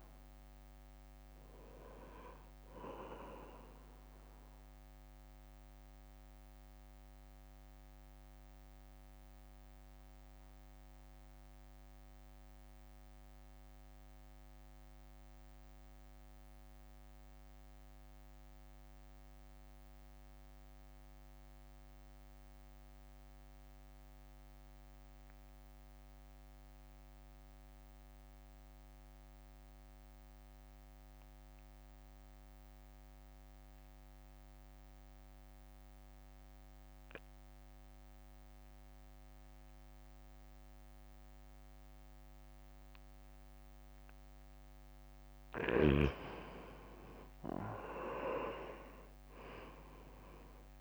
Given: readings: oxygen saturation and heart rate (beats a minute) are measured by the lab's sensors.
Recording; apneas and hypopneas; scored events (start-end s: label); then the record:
breathing in sleep by a microphone on the trachea; 1
0.00-6.50 s: drop in pulse transit time (device-marked, heart rate 54 extreme)
0.00-28.50 s: oxygen desaturation (device-marked, oxygen 82% lowest, heart rate 54 extreme)
4.00-44.00 s: mixed apnea (oxygen 99% before, 82% lowest, heart rate 57 before, 55 extreme, up 9 after)
44.50-50.81 s: oxygen desaturation (device-marked, oxygen 97% before, 82% lowest, heart rate 63 before, 58 extreme)
46.50-50.81 s: arousal
48.50-50.81 s: drop in pulse transit time (device-marked, heart rate 62 before, 58 extreme)
From the record:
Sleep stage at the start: N2 (light sleep); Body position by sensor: on the right side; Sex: male